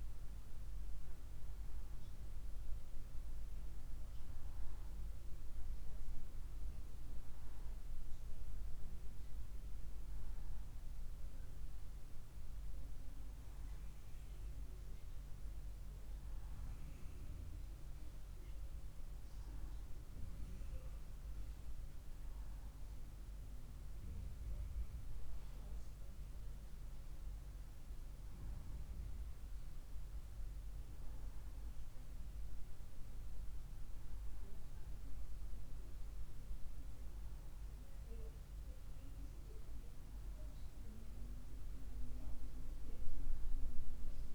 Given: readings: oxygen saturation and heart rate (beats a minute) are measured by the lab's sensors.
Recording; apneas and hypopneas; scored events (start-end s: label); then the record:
breathing in sleep, hard to hear, by a room microphone; none
none scored
From the record:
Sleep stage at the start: N1 (lightest sleep); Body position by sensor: on the right side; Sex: female